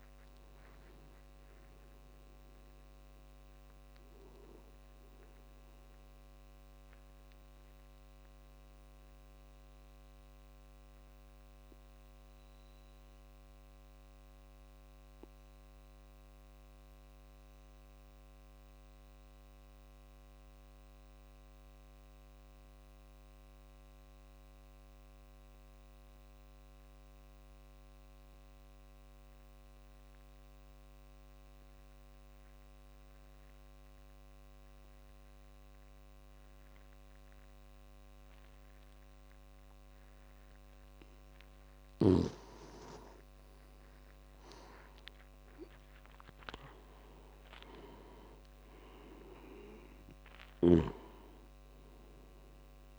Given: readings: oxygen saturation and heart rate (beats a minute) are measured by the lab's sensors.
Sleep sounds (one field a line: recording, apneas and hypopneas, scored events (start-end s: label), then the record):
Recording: breathing in sleep by a microphone on the trachea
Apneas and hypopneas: 1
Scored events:
0.00-18.00 s: oxygen desaturation (device-marked, oxygen 89% lowest)
11.00-41.00 s: obstructive apnea (oxygen 96% before, 88% lowest)
34.00-52.99 s: oxygen desaturation (device-marked, oxygen 98% before, 88% lowest)
43.50-47.50 s: arousal
From the record:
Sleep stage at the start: N2 (light sleep)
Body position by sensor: on the back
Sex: male